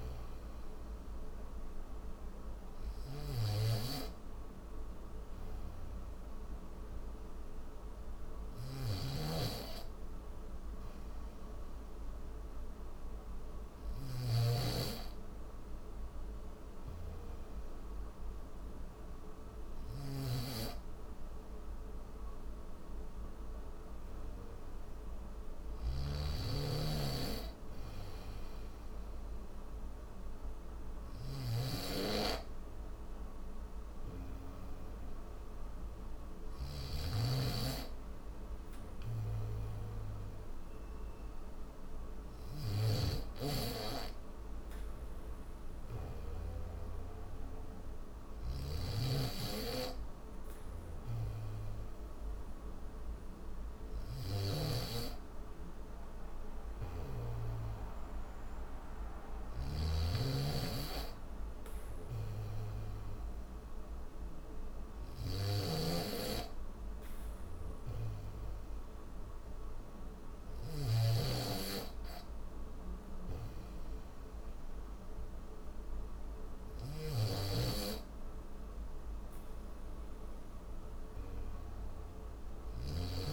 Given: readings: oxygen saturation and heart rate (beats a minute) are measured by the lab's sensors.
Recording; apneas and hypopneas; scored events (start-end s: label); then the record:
breathing in sleep by a room microphone; none
0.00-11.00 s: oxygen desaturation (device-marked, oxygen 94% before, 91% lowest, heart rate 78 before, 75 extreme)
0.00-54.50 s: snoring (device-marked)
59.00-70.50 s: snoring (device-marked)
76.50-82.50 s: snoring (device-marked)
From the record:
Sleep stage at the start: N2 (light sleep); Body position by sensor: on the back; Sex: male